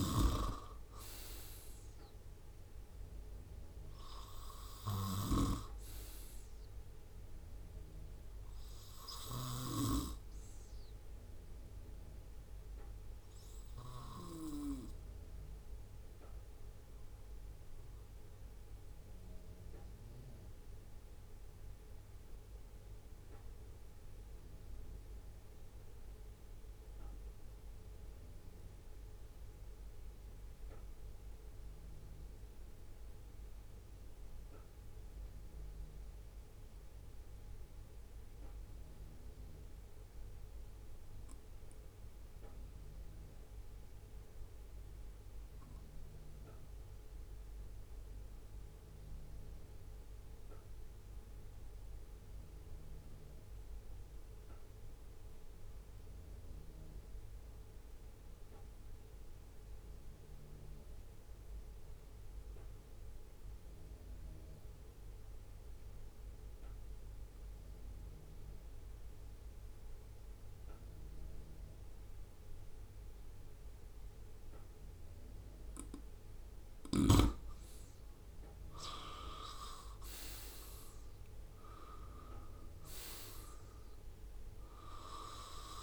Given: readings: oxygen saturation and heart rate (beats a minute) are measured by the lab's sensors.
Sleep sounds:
breathing in sleep by a room microphone; 1
0.00-1.50 s: oxygen desaturation (device-marked, oxygen 94% lowest, heart rate 67 extreme)
0.00-9.00 s: snoring (device-marked)
9.50-22.50 s: oxygen desaturation (device-marked, oxygen 95% before, 91% lowest, heart rate 71 before, 66 extreme)
16.50-76.00 s: obstructive apnea (oxygen 95% before, 87% lowest, heart rate 68 before, 64 extreme, up 9 after)
66.50-85.82 s: oxygen desaturation (device-marked, oxygen 97% before, 93% lowest, heart rate 67 before, 66 extreme)
78.00-81.50 s: arousal
From the record:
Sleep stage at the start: N2 (light sleep); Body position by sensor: on the right side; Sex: male

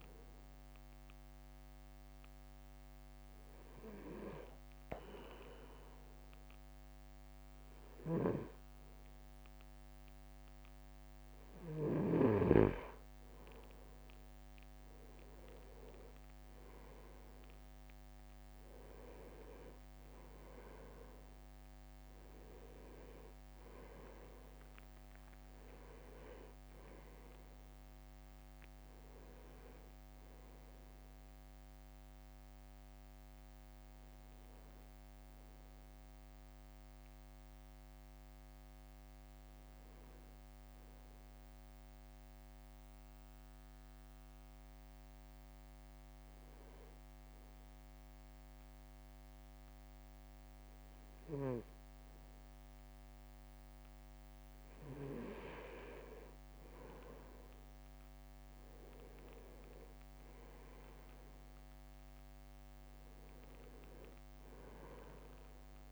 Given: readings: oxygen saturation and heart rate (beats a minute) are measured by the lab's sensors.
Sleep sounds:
breathing in sleep by a microphone on the trachea; 2
1.50-12.00 s: hypopnea (oxygen 98% before, 96% lowest, heart rate 57 before, 55 extreme, up 5 after)
15.00-19.00 s: arousal
22.00-37.00 s: drop in pulse transit time (device-marked, heart rate 58 before, 59 extreme)
42.50-53.50 s: hypopnea (oxygen 98% before, 96% lowest, heart rate 64 before, 53 extreme, up 2 after)
56.50-60.00 s: leg movement (device-marked)
58.00-62.50 s: arousal
From the record:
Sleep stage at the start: N2 (light sleep); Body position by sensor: on the right side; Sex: male

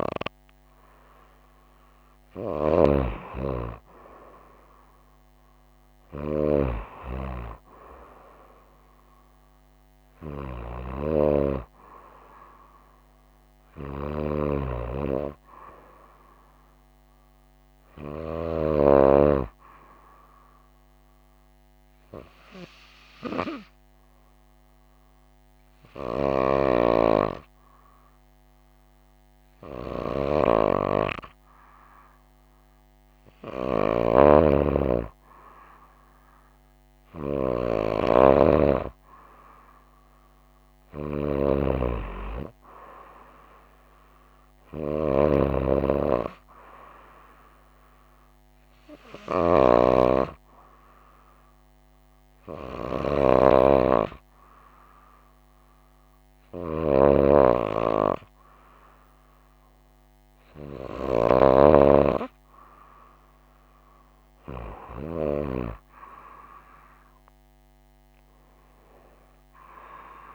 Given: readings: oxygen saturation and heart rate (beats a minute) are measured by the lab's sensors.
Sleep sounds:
breathing in sleep by a microphone on the trachea; 1
20.00-31.00 s: hypopnea (oxygen 94% before, 93% lowest, heart rate 62 before, 59 extreme, up 2 after)
33.50-36.50 s: arousal
From the record:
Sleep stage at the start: N2 (light sleep); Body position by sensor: on the right side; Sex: female

